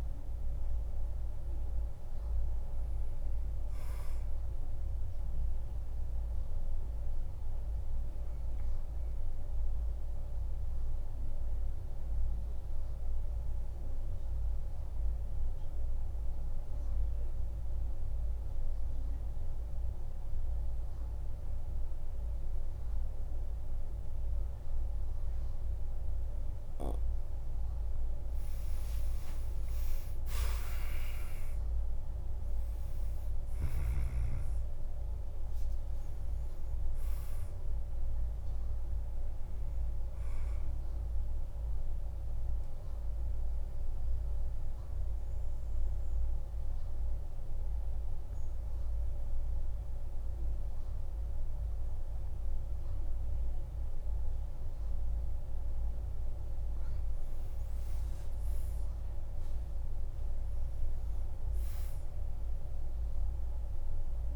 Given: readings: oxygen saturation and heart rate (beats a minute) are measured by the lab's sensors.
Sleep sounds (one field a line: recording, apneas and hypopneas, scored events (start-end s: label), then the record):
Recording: breathing in sleep, hard to hear, by a room microphone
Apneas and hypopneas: 2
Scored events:
0.00-18.50 s: oxygen desaturation (device-marked, oxygen 93% lowest, heart rate 47 extreme)
6.00-27.00 s: obstructive apnea (oxygen 98% before, 91% lowest, heart rate 57 before, 46 extreme, up 18 after)
29.50-33.00 s: arousal
31.50-57.50 s: oxygen desaturation (device-marked, oxygen 98% before, 91% lowest, heart rate 50 before, 46 extreme)
42.00-57.00 s: mixed apnea (oxygen 98% before, 91% lowest, heart rate 57 before, 46 extreme, up 12 after)
59.50-62.50 s: arousal
From the record:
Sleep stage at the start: N2 (light sleep)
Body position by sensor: on the back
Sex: male